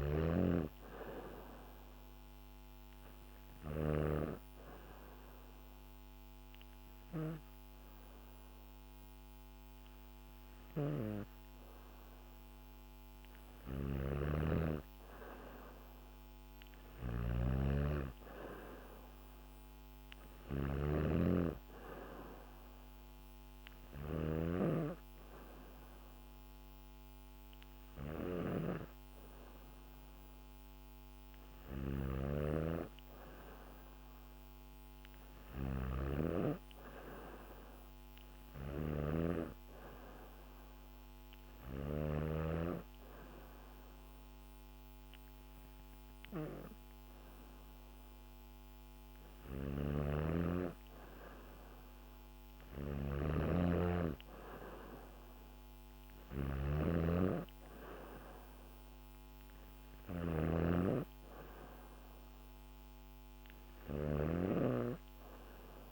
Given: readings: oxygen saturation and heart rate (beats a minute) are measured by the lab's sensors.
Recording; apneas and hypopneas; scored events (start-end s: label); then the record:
breathing in sleep by a microphone on the trachea; 1
0.00-3.50 s: snoring (device-marked)
2.00-13.50 s: hypopnea (oxygen 95% before, 92% lowest, heart rate 71 before, 71 extreme, up 1 after)
13.00-42.00 s: snoring (device-marked)
16.50-19.50 s: arousal
49.00-65.92 s: snoring (device-marked)
From the record:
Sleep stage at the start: N3 (deep sleep); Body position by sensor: on the back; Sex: female